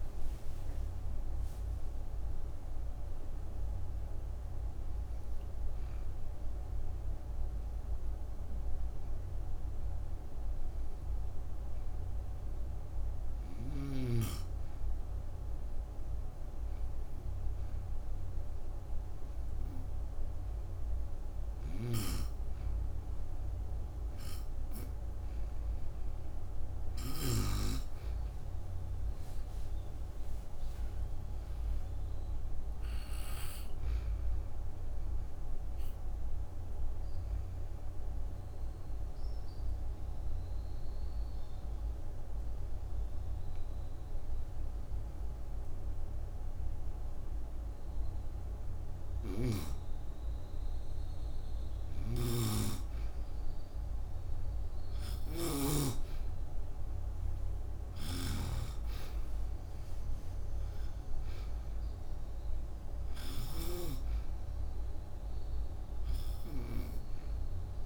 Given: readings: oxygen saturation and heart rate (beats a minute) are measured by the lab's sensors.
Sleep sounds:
breathing in sleep by a room microphone; 2
0.00-5.50 s: oxygen desaturation (device-marked, oxygen 92% lowest, heart rate 43 extreme)
6.50-20.00 s: hypopnea (oxygen 97% before, 92% lowest, heart rate 66 before, 43 extreme, up 1 after)
25.50-30.00 s: arousal
31.50-49.50 s: oxygen desaturation (device-marked, oxygen 97% before, 92% lowest, heart rate 53 before, 37 extreme)
36.00-46.00 s: obstructive apnea (oxygen 98% before, 90% lowest, heart rate 54 before, 37 extreme, up 2 after)
51.50-55.50 s: snoring (device-marked)
53.00-57.50 s: arousal
57.50-63.50 s: snoring (device-marked)
66.50-67.86 s: oxygen desaturation (device-marked, oxygen 96% before, 92% lowest, heart rate 56 before, 29 extreme)
From the record:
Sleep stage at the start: N2 (light sleep); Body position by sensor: on the back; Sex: female

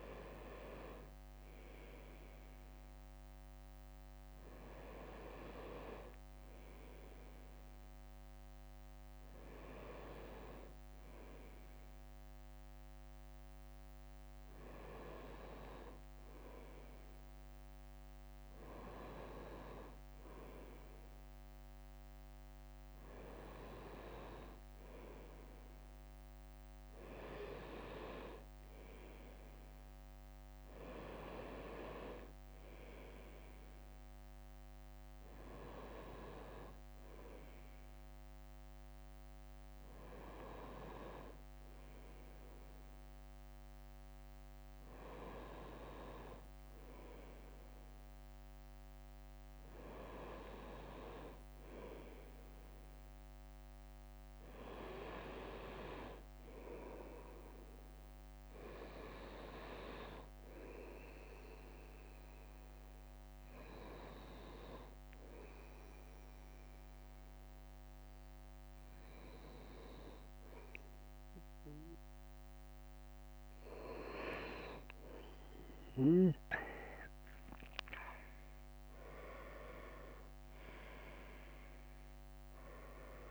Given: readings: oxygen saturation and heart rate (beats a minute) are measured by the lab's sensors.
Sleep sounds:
breathing in sleep by a microphone on the trachea; 1
4.50-6.50 s: bradycardia (device-marked, heart rate 62 before, 60 extreme)
8.50-21.50 s: bradycardia (device-marked, heart rate 62 before, 58 extreme)
10.50-16.00 s: leg movement (device-marked)
33.50-38.00 s: leg movement (device-marked)
35.50-43.50 s: bradycardia (device-marked, heart rate 61 before, 58 extreme)
61.00-73.00 s: hypopnea (oxygen 96% before, 93% lowest, heart rate 60 before, 57 extreme, up 9 after)
62.50-72.50 s: bradycardia (device-marked, heart rate 61 before, 57 extreme)
65.50-69.50 s: leg movement (device-marked)
77.50-80.50 s: arousal
79.50-83.31 s: leg movement (device-marked)
80.50-83.31 s: drop in pulse transit time (device-marked, heart rate 60 before, 61 extreme)
From the record:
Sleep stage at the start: N2 (light sleep); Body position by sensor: on the right side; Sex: male

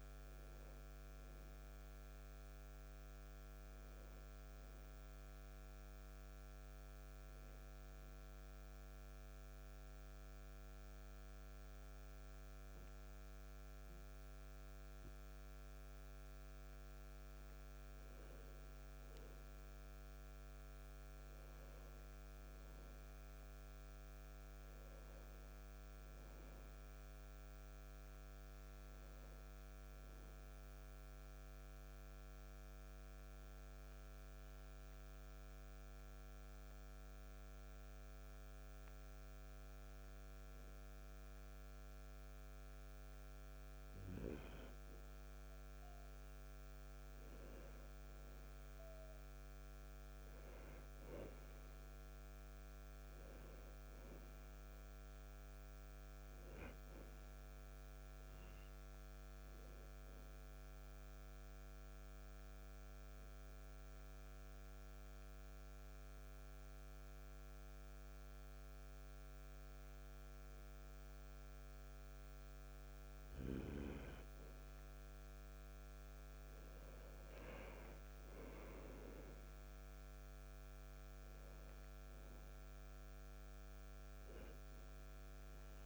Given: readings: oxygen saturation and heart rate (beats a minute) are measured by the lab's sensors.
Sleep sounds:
breathing in sleep, hard to hear, by a microphone on the trachea; 3
8.50-18.50 s: central apnea (oxygen 97% before, 94% lowest, heart rate 61 before, 61 extreme, up 2 after)
20.00-24.50 s: arousal
31.00-41.00 s: central apnea (oxygen 97% before, 94% lowest, heart rate 62 before, 60 extreme, up 0 after)
46.50-50.50 s: arousal
61.00-73.00 s: hypopnea (oxygen 97% before, 94% lowest, heart rate 61 before, 58 extreme)
77.50-82.00 s: arousal
From the record:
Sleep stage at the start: N1 (lightest sleep); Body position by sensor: on the back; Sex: male

